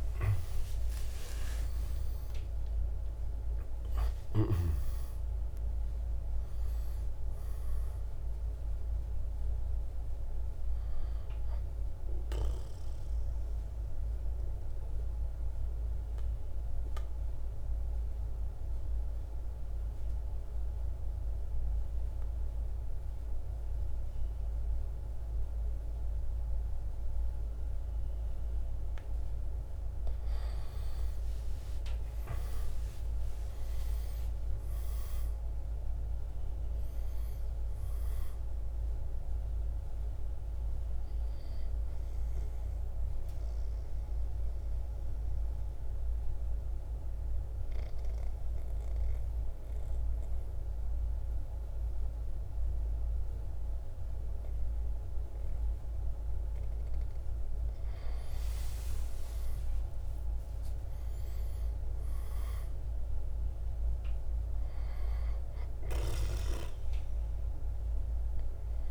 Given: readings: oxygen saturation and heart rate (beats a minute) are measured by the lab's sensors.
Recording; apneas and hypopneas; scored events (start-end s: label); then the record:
breathing in sleep, hard to hear, by a room microphone; 2
0.00-4.00 s: arousal
3.50-16.50 s: drop in pulse transit time (device-marked, heart rate 57 before, 54 extreme)
9.50-30.50 s: oxygen desaturation (device-marked, oxygen 97% before, 89% lowest, heart rate 60 before, 53 extreme)
12.00-29.00 s: obstructive apnea (oxygen 98% before, 89% lowest, heart rate 61 before, 53 extreme, up 9 after)
30.50-35.00 s: arousal
34.50-52.50 s: drop in pulse transit time (device-marked, heart rate 55 before, 55 extreme)
41.00-56.00 s: obstructive apnea (oxygen 98% before, 89% lowest, heart rate 58 before, 53 extreme, up 5 after)
43.50-58.50 s: oxygen desaturation (device-marked, oxygen 97% before, 89% lowest, heart rate 59 before, 53 extreme)
59.00-62.50 s: arousal
64.50-68.90 s: drop in pulse transit time (device-marked, heart rate 57 before, 57 extreme)
From the record:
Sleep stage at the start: N2 (light sleep); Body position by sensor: on the back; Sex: male